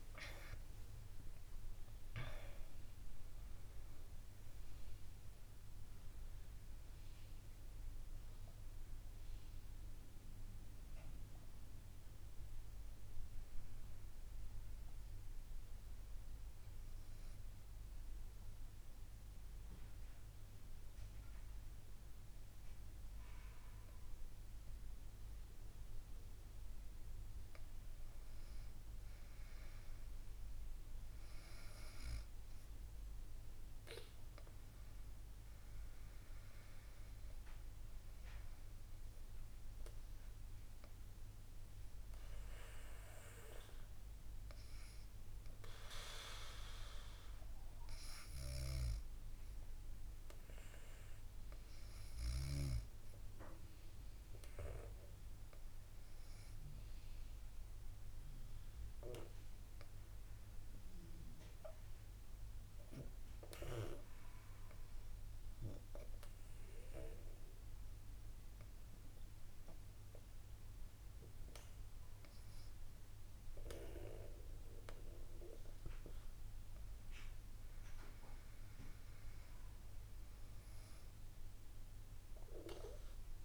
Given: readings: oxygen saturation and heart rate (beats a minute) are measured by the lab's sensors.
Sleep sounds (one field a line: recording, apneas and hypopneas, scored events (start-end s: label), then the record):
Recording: breathing in sleep by a room microphone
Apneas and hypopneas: 3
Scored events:
0.00-4.00 s: arousal
15.50-26.50 s: obstructive apnea (oxygen 98% before, 96% lowest, heart rate 68 before, 64 extreme, up 3 after)
29.00-33.50 s: arousal
41.00-51.00 s: hypopnea (oxygen 99% before, 96% lowest, heart rate 66 before, 62 extreme, up 3 after)
55.00-59.50 s: arousal
65.50-78.00 s: hypopnea (oxygen 99% before, 97% lowest, heart rate 65 before, 62 extreme, up 7 after)
79.50-83.45 s: arousal
From the record:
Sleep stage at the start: N2 (light sleep)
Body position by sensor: on the back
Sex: female